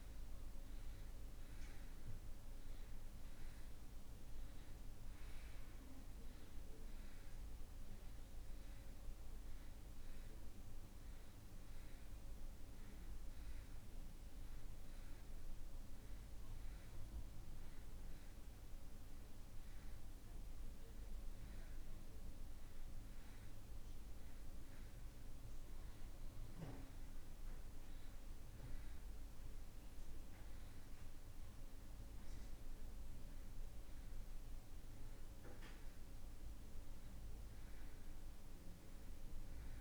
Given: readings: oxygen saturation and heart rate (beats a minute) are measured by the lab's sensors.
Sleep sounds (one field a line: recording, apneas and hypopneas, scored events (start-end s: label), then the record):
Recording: breathing in sleep, hard to hear, by a room microphone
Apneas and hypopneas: none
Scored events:
0.00-17.00 s: oxygen desaturation (device-marked, oxygen 89% lowest)
From the record:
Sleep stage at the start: N2 (light sleep)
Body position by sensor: on the back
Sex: male